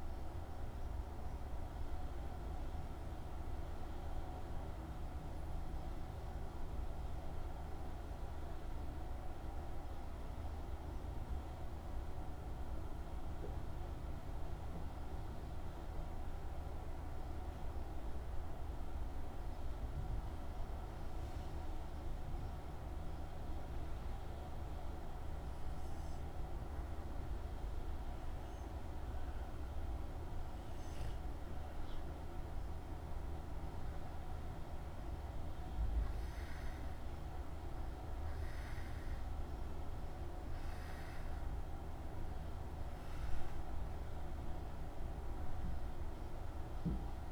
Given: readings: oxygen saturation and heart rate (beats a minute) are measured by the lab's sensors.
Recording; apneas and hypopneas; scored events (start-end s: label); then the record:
breathing in sleep, hard to hear, by a room microphone; 1
2.00-27.00 s: hypopnea (oxygen 98% before, 95% lowest, heart rate 77 before, 73 extreme, up 3 after)
12.00-47.32 s: new sleep stage, N2 (light sleep)
30.00-34.00 s: arousal
From the record:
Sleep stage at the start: N1 (lightest sleep); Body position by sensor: on the back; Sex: male